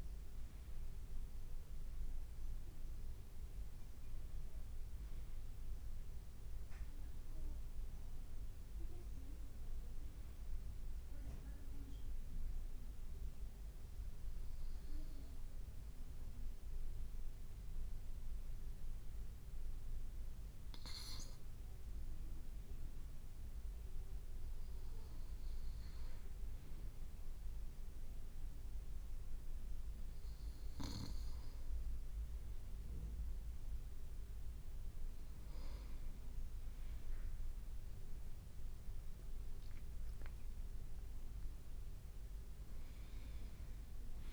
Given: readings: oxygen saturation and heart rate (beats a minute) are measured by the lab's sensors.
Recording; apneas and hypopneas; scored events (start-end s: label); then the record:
breathing in sleep, hard to hear, by a room microphone; 1
2.50-6.00 s: arousal
10.50-25.00 s: obstructive apnea (oxygen 97% before, 96% lowest, heart rate 58 before, 54 extreme, up 2 after)
27.50-31.00 s: arousal
From the record:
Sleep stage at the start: N2 (light sleep); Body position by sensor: on the right side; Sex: male